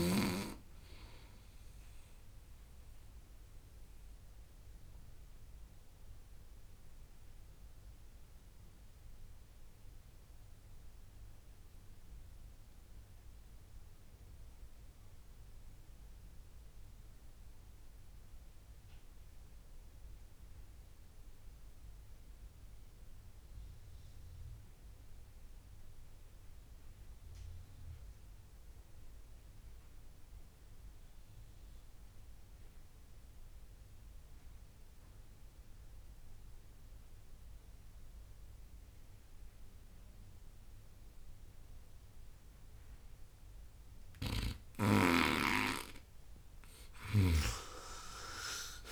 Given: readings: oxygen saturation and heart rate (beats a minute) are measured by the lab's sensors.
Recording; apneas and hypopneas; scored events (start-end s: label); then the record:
breathing in sleep by a room microphone; 1
0.00-19.00 s: oxygen desaturation (device-marked, oxygen 86% lowest, heart rate 58 extreme)
3.00-44.50 s: mixed apnea (oxygen 96% before, 83% lowest, heart rate 74 before, 58 extreme, up 20 after)
35.00-48.92 s: oxygen desaturation (device-marked, oxygen 97% before, 83% lowest, heart rate 65 before, 61 extreme)
From the record:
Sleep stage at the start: N2 (light sleep); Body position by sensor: on the right side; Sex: male